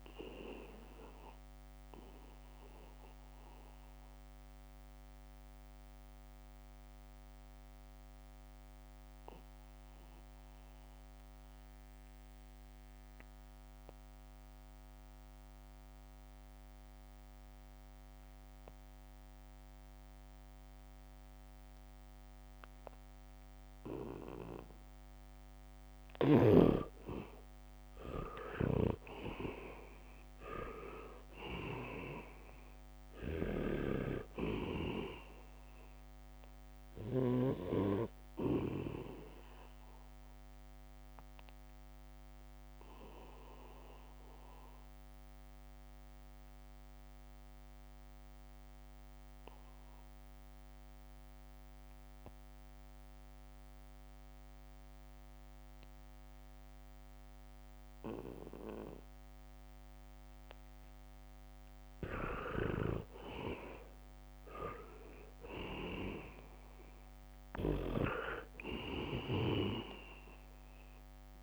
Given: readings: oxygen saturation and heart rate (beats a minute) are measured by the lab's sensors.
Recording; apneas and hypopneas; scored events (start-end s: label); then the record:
breathing in sleep by a microphone on the trachea; 2
0.00-18.00 s: oxygen desaturation (device-marked, oxygen 78% lowest, heart rate 69 extreme)
2.00-25.50 s: mixed apnea (oxygen 99% before, 78% lowest, heart rate 73 before, 69 extreme, up 6 after)
11.50-17.50 s: leg movement (device-marked)
28.00-31.00 s: arousal
29.00-51.00 s: oxygen desaturation (device-marked, oxygen 99% before, 79% lowest, heart rate 73 before, 70 extreme)
40.00-60.50 s: obstructive apnea (oxygen 99% before, 79% lowest, heart rate 73 before, 70 extreme, up 5 after)
62.00-71.43 s: oxygen desaturation (device-marked, oxygen 99% before, 81% lowest, heart rate 75 before, 71 extreme)
63.00-67.00 s: arousal
63.00-68.50 s: snoring (device-marked)
From the record:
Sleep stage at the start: N2 (light sleep); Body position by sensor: on the back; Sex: male